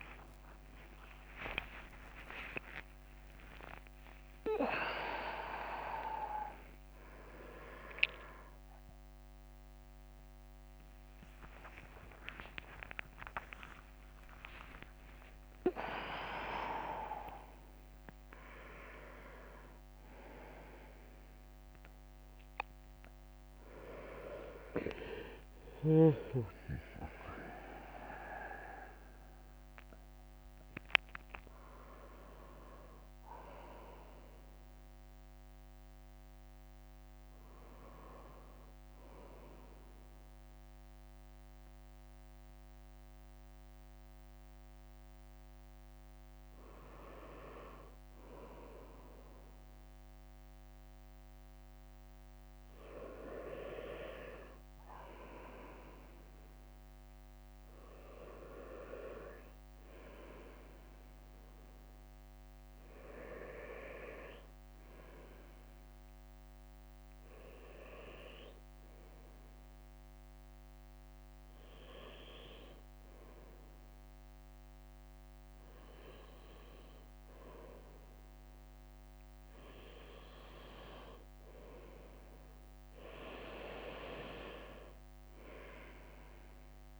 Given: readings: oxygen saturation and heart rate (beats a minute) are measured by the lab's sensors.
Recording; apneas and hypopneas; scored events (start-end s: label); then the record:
a person partly awake in a sleep study, by a microphone on the trachea; 1
0.00-1.00 s: long interval between heartbeats (device-marked, heart rate 77 extreme)
0.00-3.50 s: tachycardia (device-marked, heart rate 120 extreme)
0.00-4.00 s: leg movement (device-marked)
0.00-7.50 s: oxygen desaturation (device-marked, oxygen 93% lowest, heart rate 71 extreme)
0.50-14.50 s: drop in pulse transit time (device-marked, heart rate 60 before, 71 extreme)
1.00-3.00 s: long interval between heartbeats (device-marked, heart rate 60 before, 101 extreme)
3.00-5.00 s: long interval between heartbeats (device-marked, heart rate 65 before, 120 extreme)
6.00-7.50 s: leg movement (device-marked)
9.50-17.50 s: tachycardia (device-marked, heart rate 66 before, 147 extreme)
9.50-20.50 s: oxygen desaturation (device-marked, oxygen 95% before, 90% lowest, heart rate 83 before, 61 extreme)
11.00-18.50 s: leg movement (device-marked)
11.50-13.50 s: long interval between heartbeats (device-marked, heart rate 84 before, 91 extreme)
14.00-16.00 s: long interval between heartbeats (device-marked, heart rate 89 before, 115 extreme)
21.00-28.00 s: leg movement (device-marked)
26.50-39.50 s: drop in pulse transit time (device-marked, heart rate 100 before, 68 extreme)
30.00-33.50 s: leg movement (device-marked)
38.50-40.00 s: leg movement (device-marked)
41.00-48.00 s: leg movement (device-marked)
41.50-53.50 s: bradycardia (device-marked, heart rate 67 before, 58 extreme)
42.50-87.00 s: new sleep stage, N2 (light sleep)
52.50-54.50 s: leg movement (device-marked)
60.50-73.50 s: oxygen desaturation (device-marked, oxygen 99% before, 95% lowest, heart rate 60 before, 59 extreme)
65.50-68.50 s: bradycardia (device-marked, heart rate 67 before, 60 extreme)
66.00-78.50 s: hypopnea (oxygen 99% before, 91% lowest, heart rate 59 before, 59 extreme, up 4 after)
66.50-67.50 s: leg movement (device-marked)
74.50-76.50 s: bradycardia (device-marked, heart rate 67 before, 60 extreme)
83.50-86.50 s: arousal
From the record:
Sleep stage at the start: awake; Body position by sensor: on the right side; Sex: male